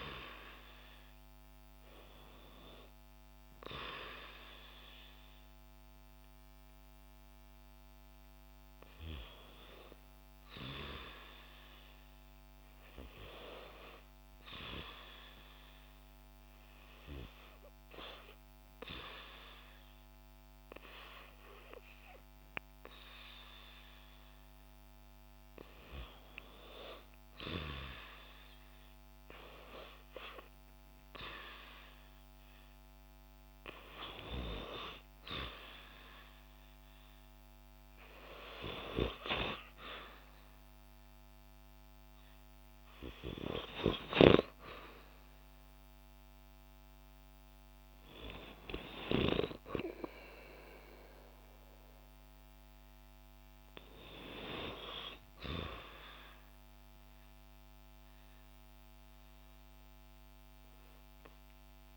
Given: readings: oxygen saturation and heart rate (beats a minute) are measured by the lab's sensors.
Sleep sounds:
breathing in sleep by a microphone on the trachea; 1
0.00-1.50 s: arousal
11.50-27.00 s: hypopnea (oxygen 94% before, 90% lowest, heart rate 62 before, 63 extreme, up 3 after)
29.00-34.00 s: arousal
From the record:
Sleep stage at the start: REM sleep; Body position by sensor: on the back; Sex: female

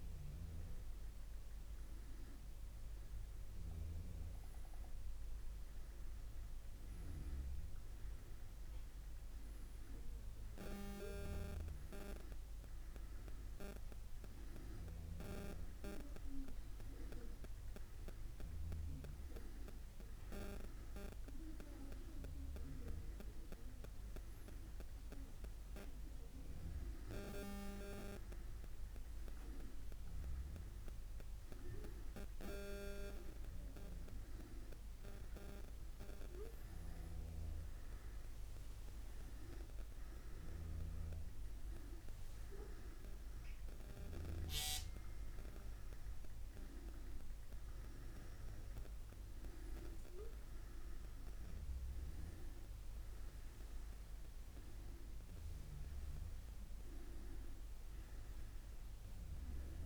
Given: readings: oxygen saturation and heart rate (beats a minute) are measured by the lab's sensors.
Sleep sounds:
a person partly awake in a sleep study, by a room microphone; none
23.00-59.86 s: new sleep stage, N1 (lightest sleep)
From the record:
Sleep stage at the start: awake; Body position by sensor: on the back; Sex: male

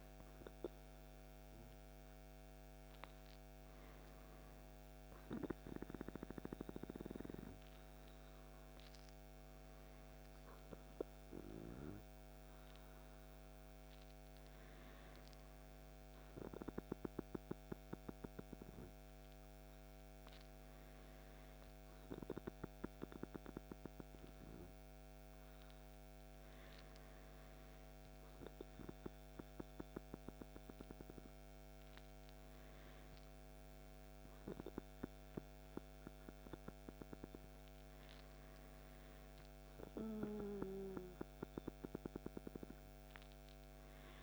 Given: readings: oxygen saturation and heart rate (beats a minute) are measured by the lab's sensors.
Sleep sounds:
breathing in sleep by a microphone on the trachea; none
none scored
From the record:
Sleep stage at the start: N2 (light sleep); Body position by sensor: on the back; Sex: male

